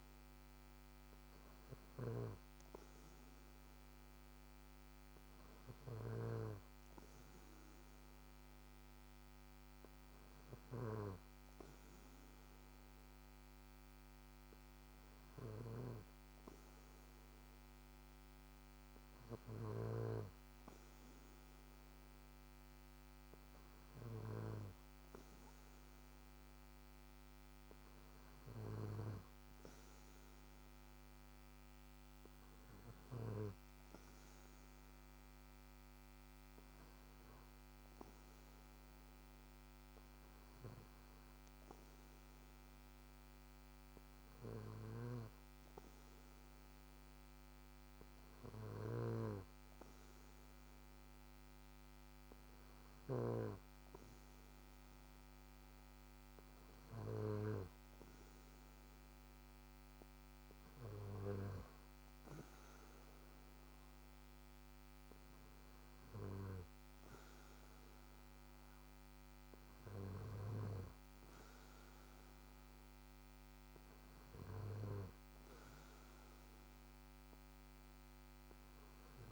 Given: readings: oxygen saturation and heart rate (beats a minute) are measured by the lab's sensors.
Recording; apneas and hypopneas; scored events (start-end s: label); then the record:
breathing in sleep by a microphone on the trachea; none
2.00-20.00 s: snoring (device-marked)
45.00-53.50 s: snoring (device-marked)
From the record:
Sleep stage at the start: N2 (light sleep); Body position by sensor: on the back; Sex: male